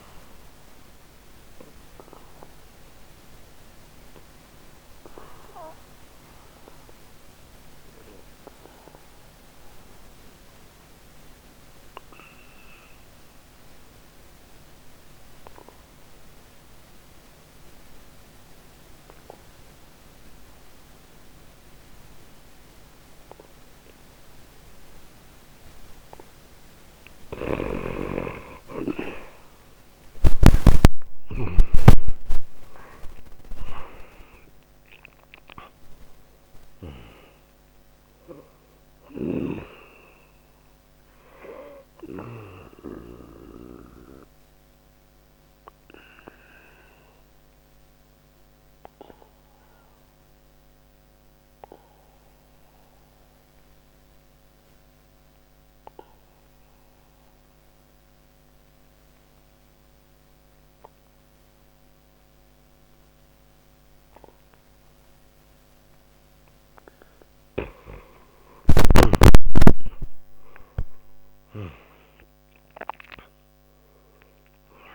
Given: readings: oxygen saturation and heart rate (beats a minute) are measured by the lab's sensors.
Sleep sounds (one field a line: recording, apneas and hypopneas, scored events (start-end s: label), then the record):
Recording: breathing in sleep by a microphone on the trachea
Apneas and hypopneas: 2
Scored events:
0.00-11.50 s: oxygen desaturation (device-marked, oxygen 87% lowest, heart rate 59 extreme)
5.00-26.50 s: obstructive apnea (oxygen 97% before, 84% lowest, heart rate 67 before, 59 extreme, up 11 after)
26.50-56.50 s: oxygen desaturation (device-marked, oxygen 97% before, 84% lowest, heart rate 60 before, 60 extreme)
27.00-31.50 s: snoring (device-marked)
28.50-33.50 s: arousal
42.50-67.00 s: obstructive apnea (oxygen 98% before, 84% lowest, heart rate 65 before, 60 extreme, up 20 after)
67.50-74.95 s: oxygen desaturation (device-marked, oxygen 98% before, 87% lowest, heart rate 61 before, 59 extreme)
68.50-73.00 s: arousal
From the record:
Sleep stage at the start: N2 (light sleep)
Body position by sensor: on the back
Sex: male